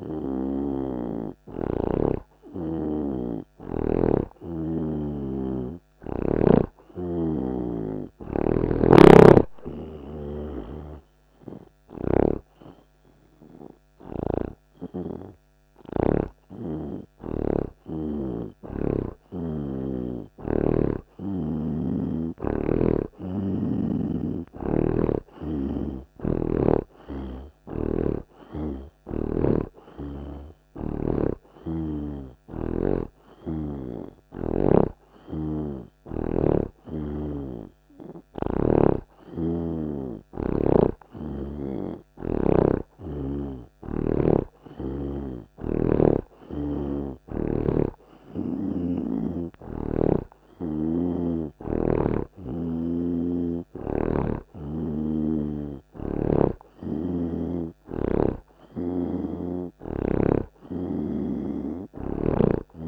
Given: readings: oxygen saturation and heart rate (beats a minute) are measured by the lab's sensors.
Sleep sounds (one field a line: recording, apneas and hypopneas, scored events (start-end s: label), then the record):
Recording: breathing in sleep by a microphone on the trachea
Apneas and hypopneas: none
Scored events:
9.00-19.50 s: snoring (device-marked)
26.50-30.00 s: snoring (device-marked)
42.00-45.50 s: snoring (device-marked)
53.00-62.88 s: oxygen desaturation (device-marked, oxygen 88% before, 84% lowest)
From the record:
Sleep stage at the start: N2 (light sleep)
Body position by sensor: on the right side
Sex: male